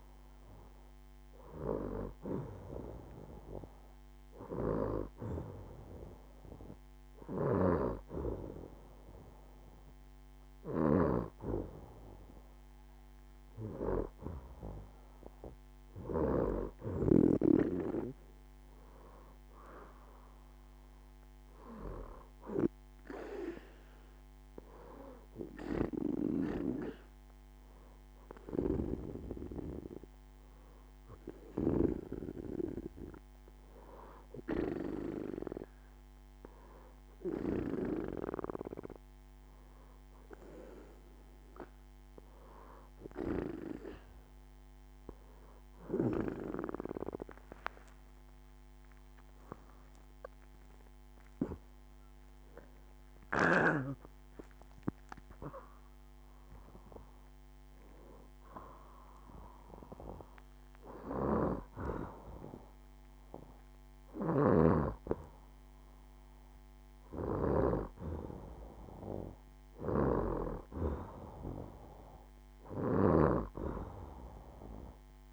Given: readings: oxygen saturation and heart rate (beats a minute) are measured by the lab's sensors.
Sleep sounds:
breathing in sleep by a microphone on the trachea; none
47.50-52.00 s: arousal
From the record:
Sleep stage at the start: N2 (light sleep); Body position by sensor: on the back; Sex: female

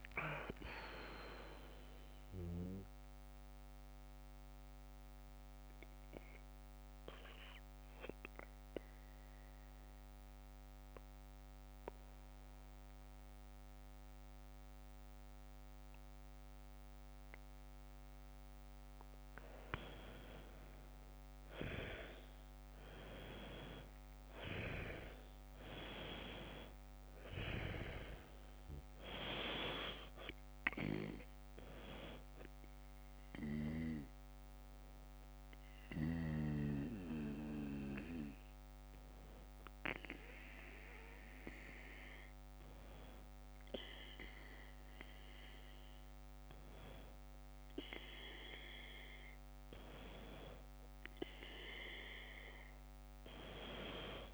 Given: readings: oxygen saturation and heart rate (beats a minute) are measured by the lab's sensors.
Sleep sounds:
breathing in sleep by a microphone on the trachea; 2
3.00-18.00 s: obstructive apnea (oxygen 100% before, 94% lowest, heart rate 146 before, 47 extreme, up 13 after)
16.50-54.34 s: new sleep stage, N2 (light sleep)
19.50-24.00 s: arousal
24.50-47.50 s: oxygen desaturation (device-marked, oxygen 100% before, 94% lowest, heart rate 52 before, 51 extreme)
33.50-47.00 s: hypopnea (oxygen 100% before, 91% lowest, heart rate 55 before, 51 extreme, up 1 after)
From the record:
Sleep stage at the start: N1 (lightest sleep); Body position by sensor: on the back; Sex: female

